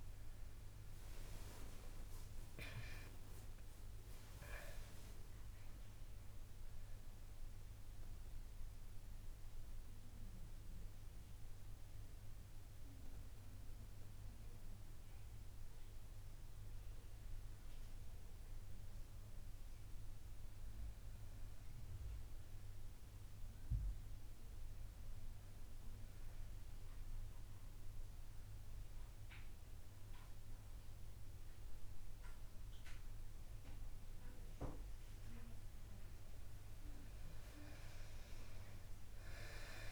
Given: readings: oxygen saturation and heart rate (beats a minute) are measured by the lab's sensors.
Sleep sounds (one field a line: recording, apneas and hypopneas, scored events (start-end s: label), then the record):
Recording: breathing in sleep by a room microphone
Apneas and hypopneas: none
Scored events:
1.50-5.50 s: arousal
From the record:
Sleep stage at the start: N1 (lightest sleep)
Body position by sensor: on the back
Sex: female